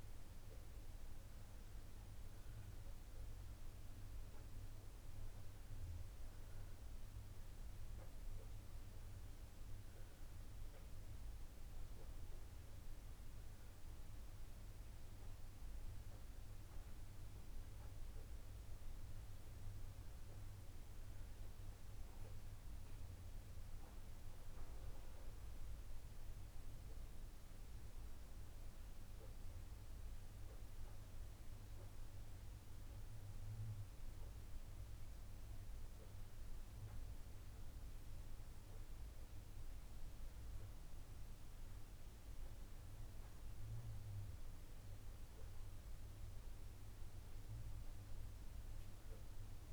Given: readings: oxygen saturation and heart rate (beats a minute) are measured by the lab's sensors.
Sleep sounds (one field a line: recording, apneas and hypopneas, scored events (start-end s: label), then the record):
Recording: a person awake in a sleep study, hard to hear, by a room microphone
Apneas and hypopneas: none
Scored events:
none scored
From the record:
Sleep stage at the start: awake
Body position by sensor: on the right side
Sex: male